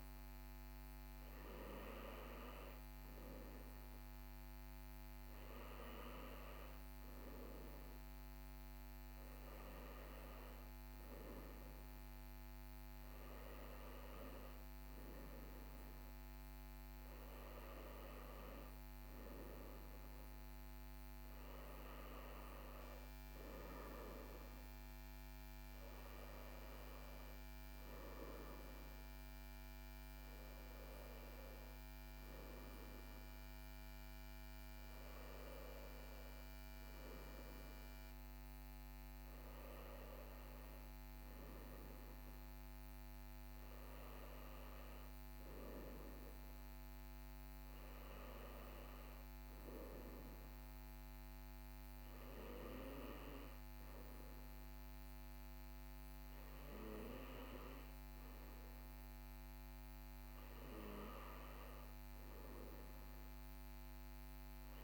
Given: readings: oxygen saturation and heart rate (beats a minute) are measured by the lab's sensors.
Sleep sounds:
breathing in sleep by a microphone on the trachea; none
none scored
From the record:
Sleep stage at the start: N1 (lightest sleep); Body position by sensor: on the right side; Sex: male

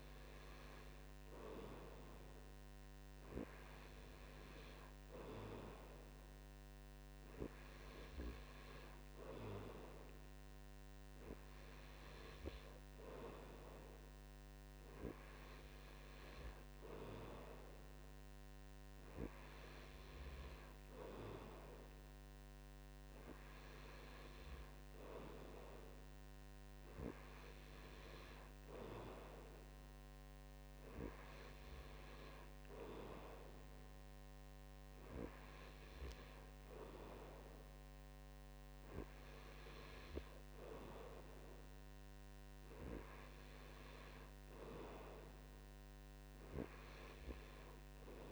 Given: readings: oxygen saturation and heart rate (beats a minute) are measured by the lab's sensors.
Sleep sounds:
breathing in sleep by a microphone on the trachea; none
none scored
From the record:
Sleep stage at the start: N2 (light sleep); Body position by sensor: on the right side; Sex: male

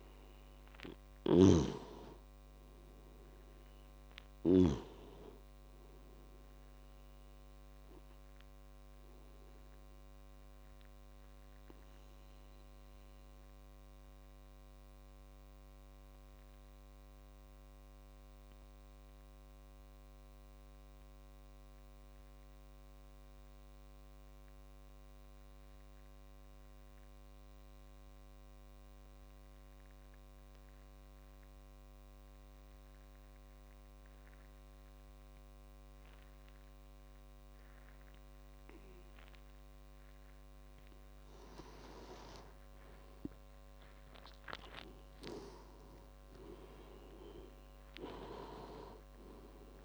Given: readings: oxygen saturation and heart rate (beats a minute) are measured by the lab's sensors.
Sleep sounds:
breathing in sleep by a microphone on the trachea; 1
0.00-4.50 s: snoring (device-marked)
0.00-23.50 s: oxygen desaturation (device-marked, oxygen 89% lowest)
11.00-39.50 s: obstructive apnea (oxygen 98% before, 89% lowest)
36.50-49.85 s: oxygen desaturation (device-marked, oxygen 98% before, 89% lowest)
41.50-46.00 s: arousal
From the record:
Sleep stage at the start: N2 (light sleep); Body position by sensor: on the back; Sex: male

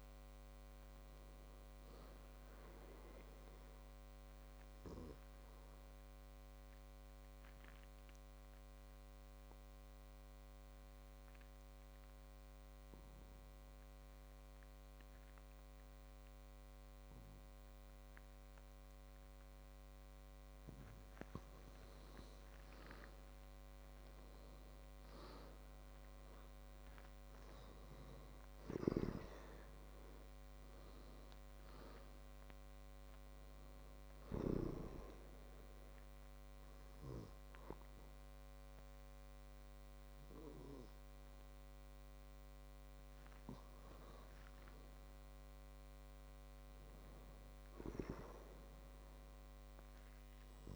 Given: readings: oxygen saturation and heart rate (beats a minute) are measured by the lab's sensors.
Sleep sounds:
breathing in sleep by a microphone on the trachea; 2
5.00-21.50 s: obstructive apnea (oxygen 98% before, 94% lowest, heart rate 64 before, 55 extreme, up 13 after)
23.00-26.50 s: arousal
29.00-35.00 s: oxygen desaturation (device-marked, oxygen 98% before, 95% lowest, heart rate 59 before, 56 extreme)
34.50-44.50 s: obstructive apnea (oxygen 98% before, 94% lowest, heart rate 62 before, 56 extreme, up 6 after)
46.00-49.50 s: arousal
From the record:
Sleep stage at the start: N2 (light sleep); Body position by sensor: on the back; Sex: male

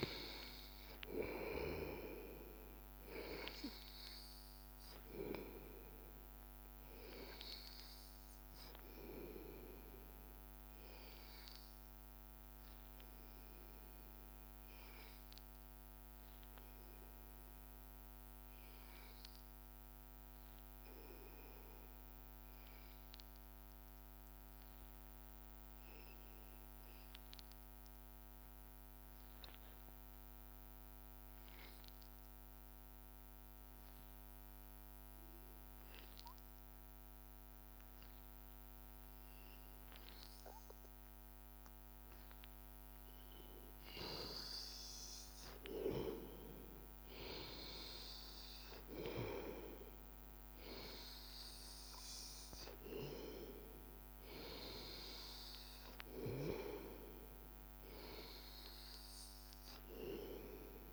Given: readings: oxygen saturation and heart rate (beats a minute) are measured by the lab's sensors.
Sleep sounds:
breathing in sleep by a microphone on the trachea; 1
0.00-12.00 s: oxygen desaturation (device-marked, oxygen 89% lowest, heart rate 77 extreme)
13.00-15.00 s: long interval between heartbeats (device-marked, heart rate 85 before, 86 extreme)
13.00-16.00 s: arousal
18.00-42.00 s: obstructive apnea (oxygen 98% before, 93% lowest, heart rate 86 before, 82 extreme, up 3 after)
44.00-60.93 s: new sleep stage, N2 (light sleep)
44.50-48.50 s: arousal
48.00-60.93 s: oxygen desaturation (device-marked, oxygen 96% before, 93% lowest, heart rate 83 before, 82 extreme)
From the record:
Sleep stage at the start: N1 (lightest sleep); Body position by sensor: on the back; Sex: male

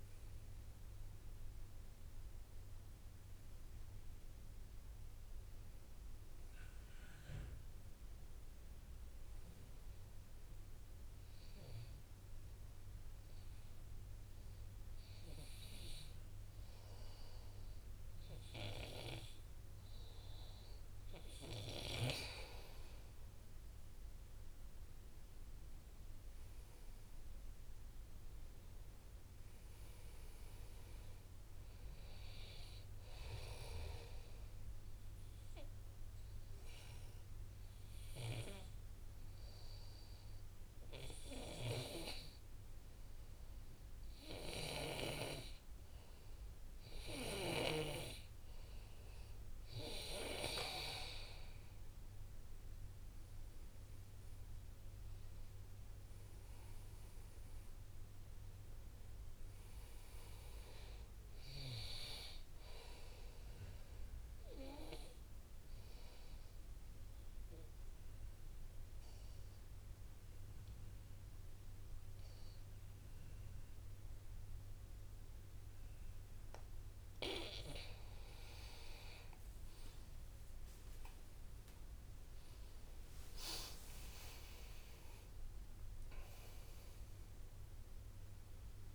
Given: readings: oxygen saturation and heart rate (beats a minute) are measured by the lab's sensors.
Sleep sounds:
breathing in sleep by a room microphone; 3
0.00-13.00 s: oxygen desaturation (device-marked, oxygen 92% lowest, heart rate 59 extreme)
10.00-21.50 s: obstructive apnea (oxygen 99% before, 93% lowest, heart rate 68 before, 59 extreme, up 3 after)
23.00-27.00 s: arousal
29.00-44.00 s: oxygen desaturation (device-marked, oxygen 99% before, 94% lowest, heart rate 62 before, 58 extreme)
36.00-49.50 s: obstructive apnea (oxygen 99% before, 93% lowest, heart rate 61 before, 58 extreme, up 2 after)
52.00-55.50 s: arousal
56.00-74.00 s: oxygen desaturation (device-marked, oxygen 98% before, 94% lowest, heart rate 63 before, 58 extreme)
63.50-77.50 s: obstructive apnea (oxygen 98% before, 92% lowest, heart rate 63 before, 57 extreme, up 8 after)
81.00-85.50 s: arousal
87.00-88.95 s: oxygen desaturation (device-marked, oxygen 99% before, 93% lowest, heart rate 63 before, 57 extreme)
From the record:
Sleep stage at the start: N2 (light sleep); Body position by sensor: on the back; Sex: male

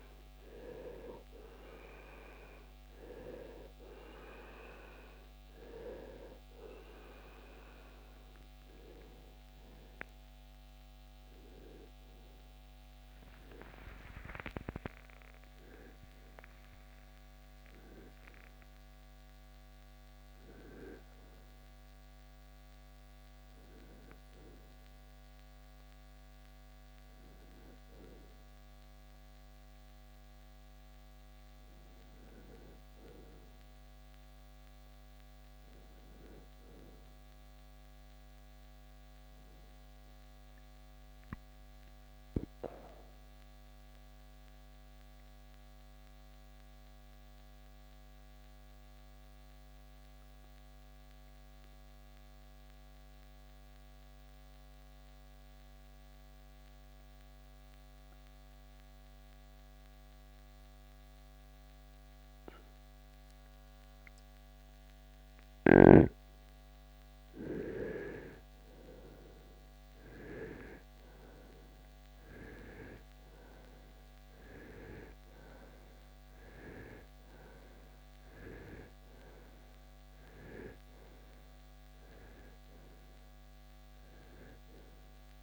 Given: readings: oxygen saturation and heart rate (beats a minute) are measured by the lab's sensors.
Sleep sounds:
breathing in sleep by a microphone on the trachea; 1
30.50-34.50 s: oxygen desaturation (device-marked, oxygen 90% before, 81% lowest, heart rate 83 before, 59 extreme)
38.00-41.50 s: arousal
43.00-66.50 s: mixed apnea (oxygen 98% before, 83% lowest, heart rate 82 before, 56 extreme, up 8 after)
65.50-85.43 s: oxygen desaturation (device-marked, oxygen 97% before, 83% lowest, heart rate 64 before, 50 extreme)
68.00-72.00 s: arousal
From the record:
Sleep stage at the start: N2 (light sleep); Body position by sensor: on the right side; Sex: male

